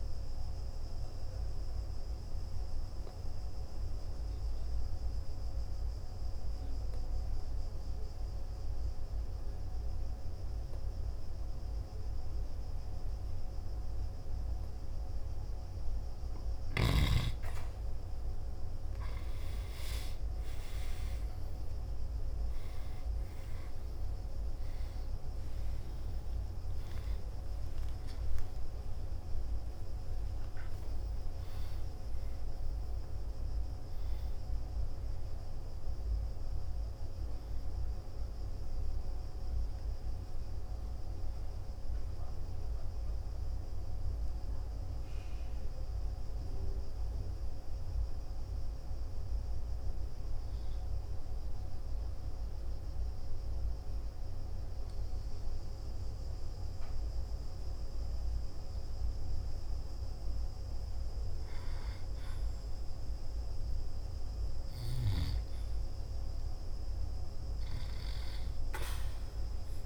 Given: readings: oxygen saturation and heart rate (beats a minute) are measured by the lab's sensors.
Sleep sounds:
breathing in sleep, hard to hear, by a room microphone; 1
0.00-12.50 s: oxygen desaturation (device-marked, oxygen 92% lowest, heart rate 50 extreme)
4.00-15.50 s: obstructive apnea (oxygen 98% before, 92% lowest, heart rate 57 before, 50 extreme, up 2 after)
20.50-26.50 s: arousal
22.50-39.50 s: oxygen desaturation (device-marked, oxygen 97% before, 92% lowest, heart rate 54 before, 54 extreme)
30.50-60.50 s: new sleep stage, N1 (lightest sleep)
60.50-69.86 s: new sleep stage, N2 (light sleep)
From the record:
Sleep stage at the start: N2 (light sleep); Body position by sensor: on the back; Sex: male

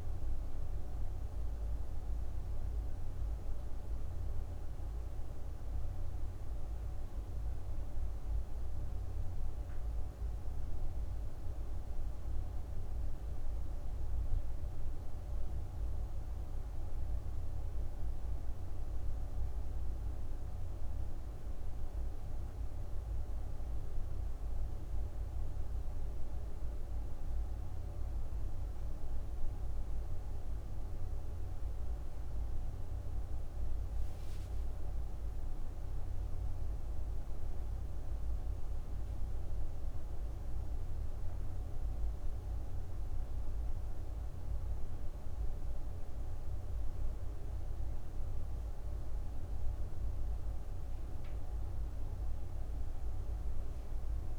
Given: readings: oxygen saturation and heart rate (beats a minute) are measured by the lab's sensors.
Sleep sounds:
breathing in sleep, hard to hear, by a room microphone; none
34.50-39.00 s: arousal
From the record:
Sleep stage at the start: N2 (light sleep); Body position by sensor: on the right side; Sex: female

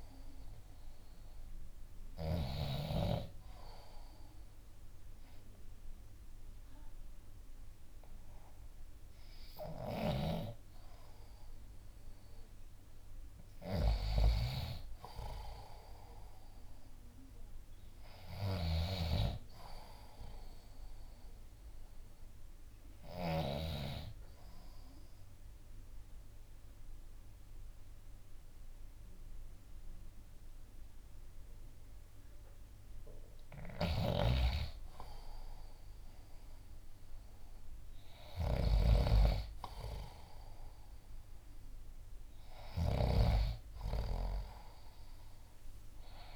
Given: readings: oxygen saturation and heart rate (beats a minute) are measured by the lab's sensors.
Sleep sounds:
breathing in sleep by a room microphone; 2
0.00-2.50 s: snoring (device-marked)
1.50-12.50 s: obstructive apnea (oxygen 95% before, 90% lowest, heart rate 58 before, 57 extreme, up 2 after)
9.50-23.50 s: snoring (device-marked)
15.00-18.50 s: arousal
22.00-34.00 s: obstructive apnea (oxygen 95% before, 90% lowest, heart rate 61 before, 57 extreme, up 2 after)
33.50-43.00 s: snoring (device-marked)
39.50-43.00 s: arousal
45.00-46.36 s: drop in pulse transit time (device-marked, heart rate 59 before, 60 extreme)
From the record:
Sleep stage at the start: N2 (light sleep); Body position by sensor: on the back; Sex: male

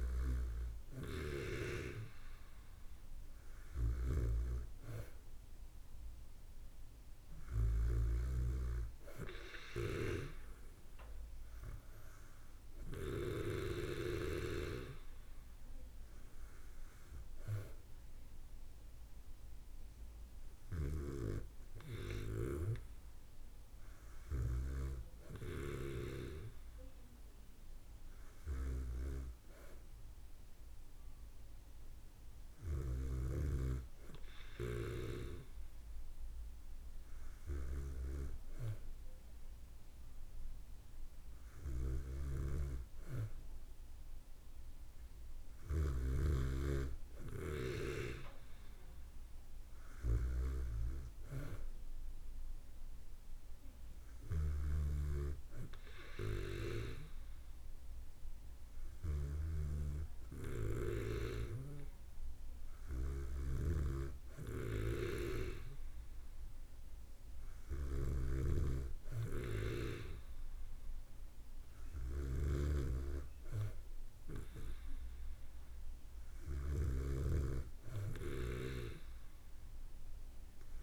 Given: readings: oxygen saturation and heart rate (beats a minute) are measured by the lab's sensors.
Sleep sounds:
breathing in sleep by a room microphone; none
0.00-2.00 s: snoring (device-marked)
60.50-80.83 s: snoring (device-marked)
From the record:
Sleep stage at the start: N2 (light sleep); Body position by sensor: on the back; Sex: female

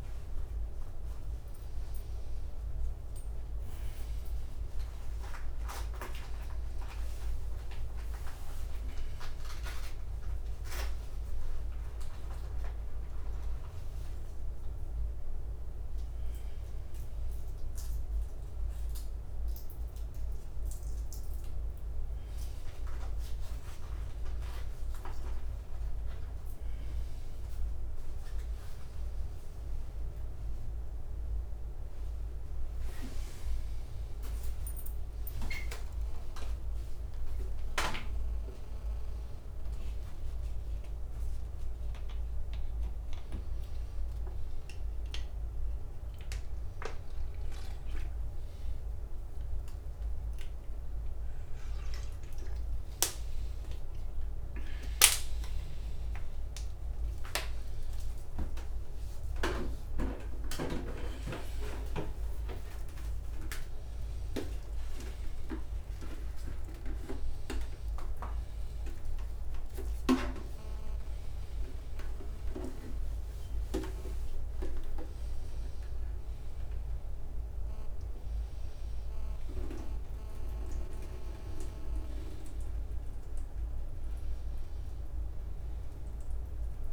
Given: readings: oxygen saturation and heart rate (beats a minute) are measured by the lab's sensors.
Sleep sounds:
a person awake in a sleep study, by a room microphone; none
0.00-9.50 s: drop in pulse transit time (device-marked, heart rate 76 extreme)
3.50-5.50 s: long interval between heartbeats (device-marked, heart rate 79 before, 89 extreme)
36.50-38.50 s: drop in pulse transit time (device-marked, heart rate 79 before, 79 extreme)
55.00-56.00 s: leg movement (device-marked)
59.50-61.50 s: drop in pulse transit time (device-marked, heart rate 80 before, 77 extreme)
63.50-69.50 s: drop in pulse transit time (device-marked, heart rate 79 before, 75 extreme)
69.50-74.50 s: tachycardia (device-marked, heart rate 67 before, 109 extreme)
71.50-73.50 s: long interval between heartbeats (device-marked, heart rate 78 before, 97 extreme)
73.50-75.50 s: long interval between heartbeats (device-marked, heart rate 80 before, 109 extreme)
78.50-86.93 s: drop in pulse transit time (device-marked, heart rate 87 before, 74 extreme)
81.00-83.00 s: leg movement (device-marked)
85.00-86.50 s: leg movement (device-marked)
From the record:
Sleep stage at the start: awake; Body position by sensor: upright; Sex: male

